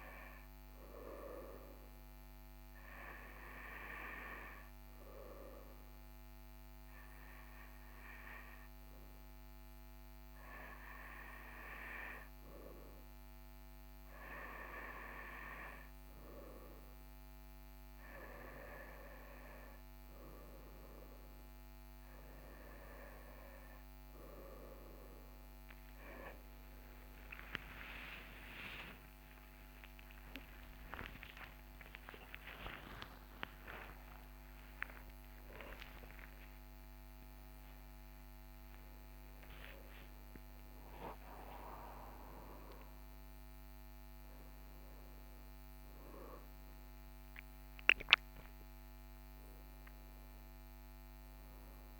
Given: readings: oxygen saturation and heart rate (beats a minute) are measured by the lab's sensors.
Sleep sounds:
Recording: a person awake in a sleep study, by a microphone on the trachea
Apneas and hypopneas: 1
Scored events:
2.50-15.50 s: hypopnea (oxygen 97% before, 94% lowest, heart rate 42 before, 42 extreme, up 2 after)
11.00-52.00 s: new sleep stage, awake
From the record:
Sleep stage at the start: N2 (light sleep)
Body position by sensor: on the right side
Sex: male

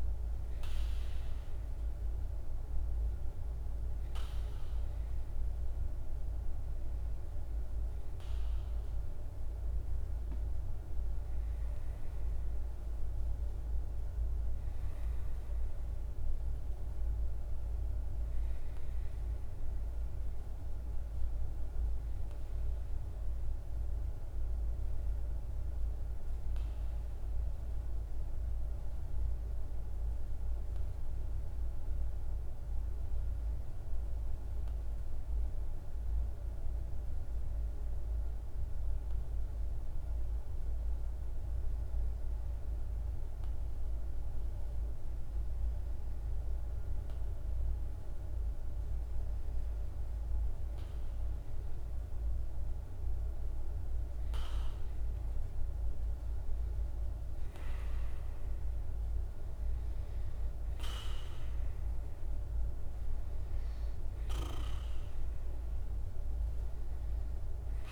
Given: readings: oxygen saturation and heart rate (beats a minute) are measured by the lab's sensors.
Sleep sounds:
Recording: breathing in sleep, hard to hear, by a room microphone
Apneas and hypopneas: 1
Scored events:
0.00-2.50 s: oxygen desaturation (device-marked, oxygen 94% lowest, heart rate 49 extreme)
14.50-19.00 s: arousal
27.50-51.00 s: hypopnea (oxygen 98% before, 94% lowest, heart rate 50 before, 49 extreme, up 1 after)
55.00-60.00 s: arousal
From the record:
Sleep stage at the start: REM sleep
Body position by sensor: on the back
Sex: male

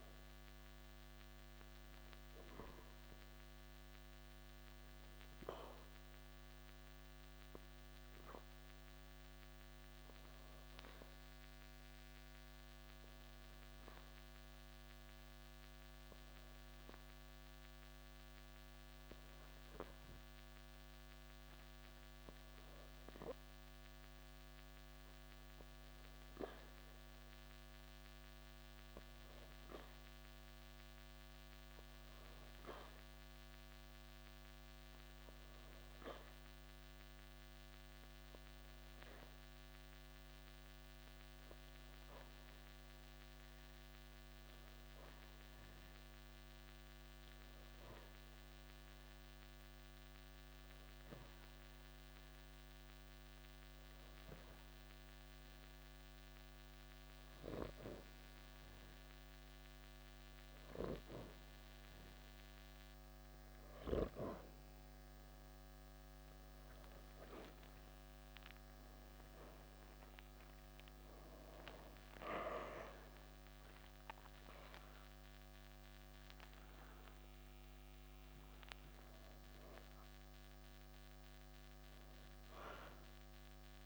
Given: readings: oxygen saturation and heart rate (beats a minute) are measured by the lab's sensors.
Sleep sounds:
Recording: breathing in sleep by a microphone on the trachea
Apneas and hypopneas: 2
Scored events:
0.00-13.50 s: oxygen desaturation (device-marked, oxygen 93% lowest, heart rate 64 extreme)
7.00-21.50 s: hypopnea (oxygen 97% before, 91% lowest, heart rate 80 before, 69 extreme, up 24 after)
26.00-29.00 s: arousal
31.50-50.50 s: oxygen desaturation (device-marked, oxygen 96% before, 92% lowest, heart rate 83 before, 79 extreme)
40.00-60.00 s: obstructive apnea (oxygen 96% before, 90% lowest, heart rate 93 before, 79 extreme, up 18 after)
66.00-71.00 s: arousal
67.50-83.86 s: oxygen desaturation (device-marked, oxygen 95% before, 90% lowest)
From the record:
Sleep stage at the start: N2 (light sleep)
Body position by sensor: on the back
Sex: male

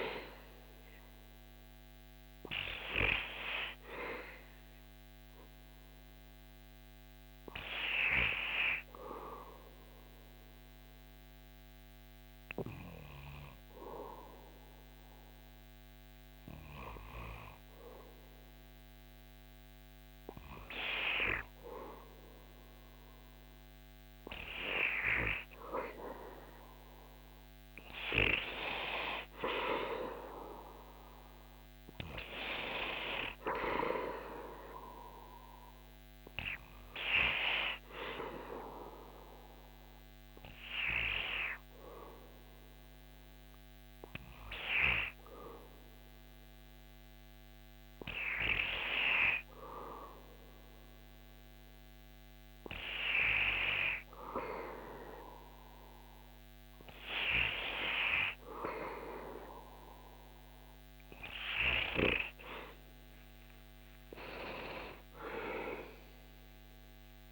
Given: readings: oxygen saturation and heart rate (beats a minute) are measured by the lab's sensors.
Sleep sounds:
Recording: breathing in sleep by a microphone on the trachea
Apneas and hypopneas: 2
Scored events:
5.50-20.50 s: hypopnea (oxygen 98% before, 96% lowest, heart rate 72 before, 70 extreme, up 6 after)
23.00-27.00 s: arousal
37.50-51.00 s: hypopnea (oxygen 98% before, 96% lowest, heart rate 75 before, 67 extreme, up 3 after)
53.50-58.00 s: arousal
From the record:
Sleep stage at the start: N2 (light sleep)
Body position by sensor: on the back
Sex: male

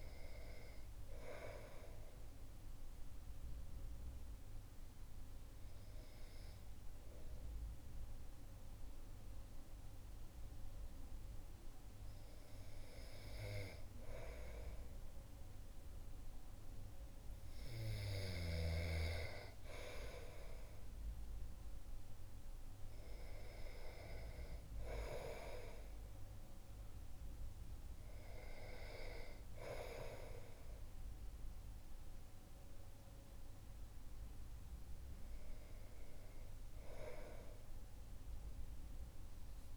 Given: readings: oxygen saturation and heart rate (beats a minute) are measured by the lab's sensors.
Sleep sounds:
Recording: breathing in sleep by a room microphone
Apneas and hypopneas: 1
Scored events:
2.50-13.50 s: hypopnea (oxygen 98% before, 96% lowest, heart rate 57 before, 54 extreme, up 4 after)
16.00-18.50 s: arousal
From the record:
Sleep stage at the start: N2 (light sleep)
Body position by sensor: on the back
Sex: male

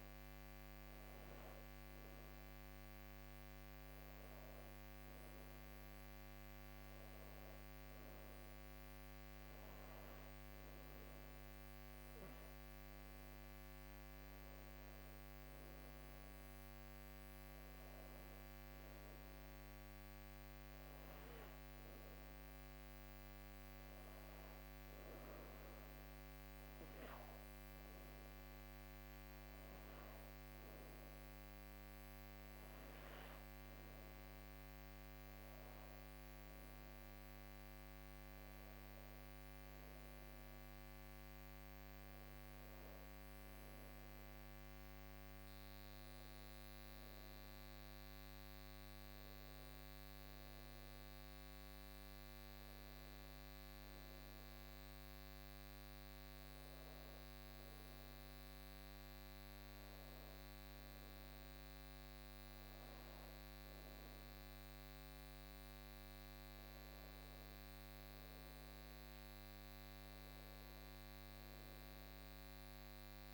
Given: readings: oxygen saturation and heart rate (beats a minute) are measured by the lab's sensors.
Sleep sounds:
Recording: breathing in sleep, hard to hear, by a microphone on the trachea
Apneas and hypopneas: none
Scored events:
none scored
From the record:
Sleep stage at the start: N2 (light sleep)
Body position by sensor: on the back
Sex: female

